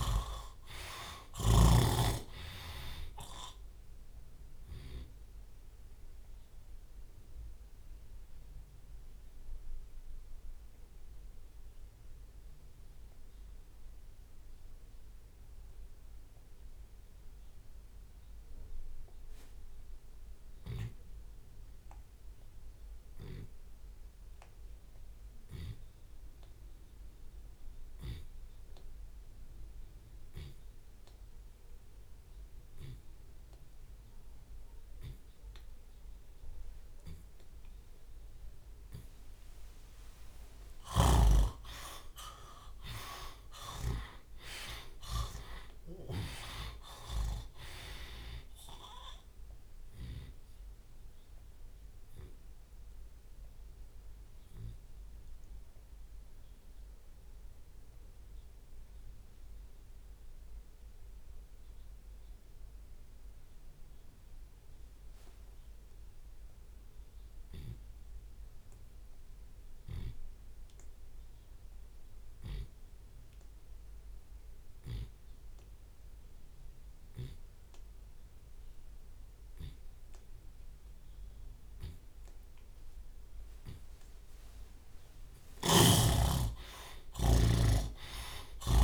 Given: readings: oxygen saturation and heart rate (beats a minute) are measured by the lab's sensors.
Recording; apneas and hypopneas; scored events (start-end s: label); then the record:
breathing in sleep by a room microphone; 2
0.00-1.50 s: arousal
0.00-2.00 s: snoring (device-marked)
1.50-3.50 s: long interval between heartbeats (device-marked, heart rate 90 before, 95 extreme)
4.00-7.00 s: drop in pulse transit time (device-marked, heart rate 93 before, 68 extreme)
4.50-6.50 s: long interval between heartbeats (device-marked, heart rate 93 before, 68 extreme)
6.00-40.00 s: obstructive apnea (oxygen 97% before, 78% lowest)
7.00-9.00 s: long interval between heartbeats (device-marked, heart rate 92 before, 42 extreme)
20.00-24.00 s: tachycardia (device-marked, heart rate 79 before, 106 extreme)
20.50-22.50 s: long interval between heartbeats (device-marked, heart rate 50 before, 35 extreme)
23.00-25.00 s: long interval between heartbeats (device-marked, heart rate 41 before, 103 extreme)
25.00-27.00 s: long interval between heartbeats (device-marked, heart rate 45 before, 106 extreme)
26.00-36.00 s: drop in pulse transit time (device-marked, heart rate 47 before, 87 extreme)
28.50-30.50 s: long interval between heartbeats (device-marked, heart rate 51 before, 88 extreme)
35.00-37.00 s: long interval between heartbeats (device-marked, heart rate 70 before, 98 extreme)
35.00-48.00 s: tachycardia (device-marked, heart rate 79 before, 140 extreme)
37.50-39.50 s: long interval between heartbeats (device-marked, heart rate 77 before, 100 extreme)
41.50-46.50 s: arousal
42.00-44.00 s: long interval between heartbeats (device-marked, heart rate 98 before, 125 extreme)
43.00-51.00 s: drop in pulse transit time (device-marked, heart rate 102 before, 105 extreme)
44.00-46.00 s: long interval between heartbeats (device-marked, heart rate 103 before, 130 extreme)
47.50-49.50 s: long interval between heartbeats (device-marked, heart rate 107 before, 119 extreme)
50.00-52.00 s: long interval between heartbeats (device-marked, heart rate 111 before, 94 extreme)
52.00-83.50 s: obstructive apnea (oxygen 97% before, 73% lowest, heart rate 112 before, 54 extreme)
55.00-57.00 s: long interval between heartbeats (device-marked, heart rate 110 before, 67 extreme)
60.00-70.00 s: drop in pulse transit time (device-marked, heart rate 102 before, 55 extreme)
64.00-88.84 s: oxygen desaturation (device-marked, oxygen 95% before, 78% lowest, heart rate 90 before, 54 extreme)
65.50-67.50 s: long interval between heartbeats (device-marked, heart rate 86 before, 75 extreme)
78.00-80.00 s: long interval between heartbeats (device-marked, heart rate 63 before, 63 extreme)
80.00-82.00 s: long interval between heartbeats (device-marked, heart rate 63 before, 70 extreme)
81.00-87.00 s: tachycardia (device-marked, heart rate 80 before, 110 extreme)
82.50-84.50 s: long interval between heartbeats (device-marked, heart rate 64 before, 80 extreme)
85.00-87.00 s: long interval between heartbeats (device-marked, heart rate 70 before, 103 extreme)
85.00-88.84 s: arousal
85.50-88.84 s: snoring (device-marked)
86.00-88.84 s: drop in pulse transit time (device-marked, heart rate 72 before, 66 extreme)
87.50-88.84 s: long interval between heartbeats (device-marked, heart rate 73 before, 117 extreme)
From the record:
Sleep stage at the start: N2 (light sleep); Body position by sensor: on the left side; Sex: male